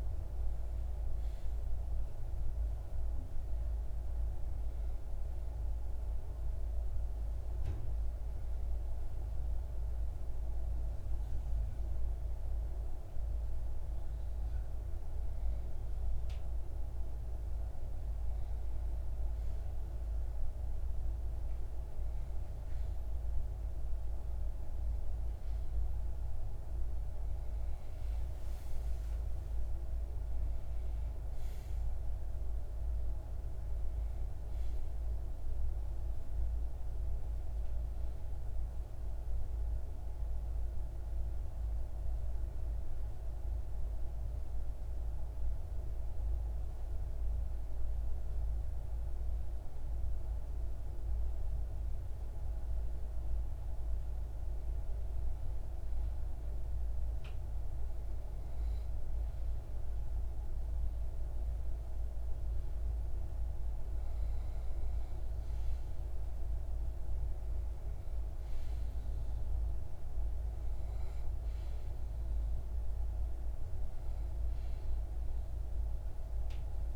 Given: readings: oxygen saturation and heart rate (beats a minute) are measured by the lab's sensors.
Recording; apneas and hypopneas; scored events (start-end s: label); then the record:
breathing in sleep, hard to hear, by a room microphone; 2
5.00-20.00 s: hypopnea (oxygen 94% before, 93% lowest)
25.50-30.50 s: arousal
27.00-42.00 s: oxygen desaturation (device-marked, oxygen 99% before, 95% lowest)
34.00-76.96 s: new sleep stage, N2 (light sleep)
38.00-49.00 s: obstructive apnea (oxygen 99% before, 94% lowest)
51.00-55.50 s: arousal
From the record:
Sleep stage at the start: N1 (lightest sleep); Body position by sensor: on the right side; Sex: male